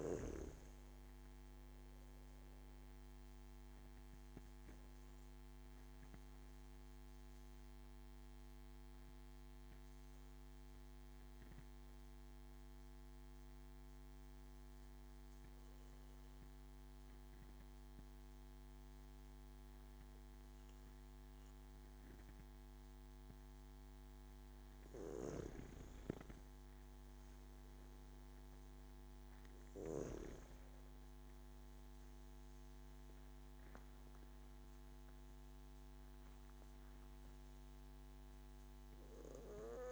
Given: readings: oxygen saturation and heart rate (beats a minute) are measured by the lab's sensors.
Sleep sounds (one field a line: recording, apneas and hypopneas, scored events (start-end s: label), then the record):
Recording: breathing in sleep by a microphone on the trachea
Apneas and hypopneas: 1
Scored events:
5.00-24.50 s: obstructive apnea (oxygen 97% before, 92% lowest)
27.50-31.00 s: arousal
32.50-39.92 s: oxygen desaturation (device-marked, oxygen 96% before, 92% lowest)
From the record:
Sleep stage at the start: N2 (light sleep)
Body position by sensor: on the back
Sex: male